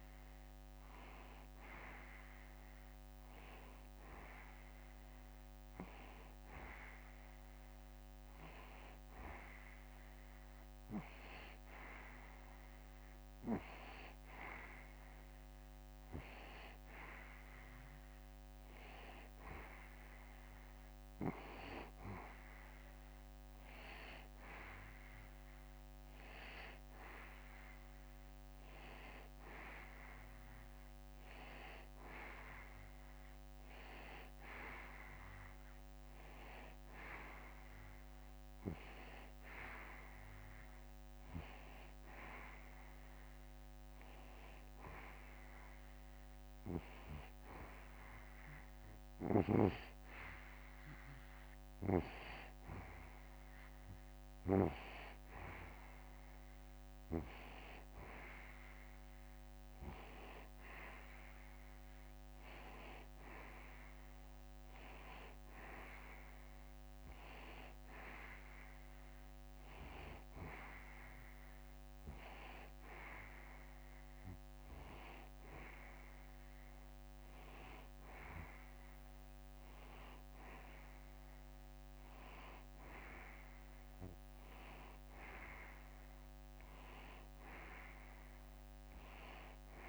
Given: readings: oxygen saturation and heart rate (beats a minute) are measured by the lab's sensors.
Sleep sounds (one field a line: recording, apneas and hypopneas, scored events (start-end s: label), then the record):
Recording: breathing in sleep by a microphone on the trachea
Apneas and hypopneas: none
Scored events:
none scored
From the record:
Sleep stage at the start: N2 (light sleep)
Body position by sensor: on the back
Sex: male